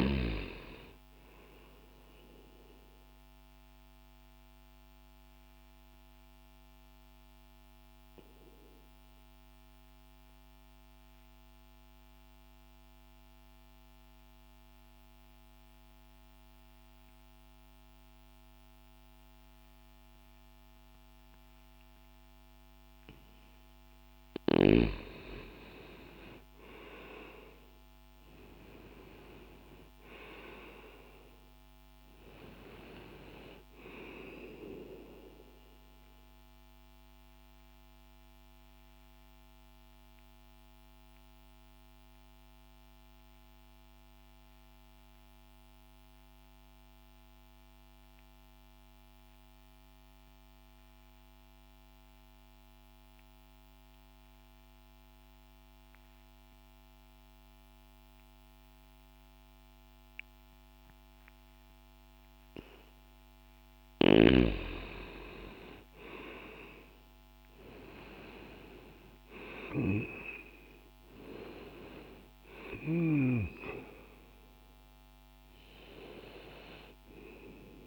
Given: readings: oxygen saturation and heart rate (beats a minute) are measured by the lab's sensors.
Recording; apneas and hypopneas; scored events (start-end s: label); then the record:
breathing in sleep by a microphone on the trachea; 2
0.00-21.00 s: oxygen desaturation (device-marked, oxygen 87% lowest)
3.00-22.50 s: obstructive apnea (oxygen 99% before, 83% lowest)
23.50-27.50 s: arousal
27.00-58.00 s: oxygen desaturation (device-marked, oxygen 95% before, 83% lowest, heart rate 40 before, 60 extreme)
34.50-62.00 s: obstructive apnea (oxygen 95% before, 83% lowest, heart rate 50 before, 60 extreme, up 0 after)
64.50-70.50 s: arousal
72.00-77.87 s: oxygen desaturation (device-marked, oxygen 96% before, 84% lowest, heart rate 60 before, 60 extreme)
From the record:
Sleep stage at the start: N2 (light sleep); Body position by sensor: on the left side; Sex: male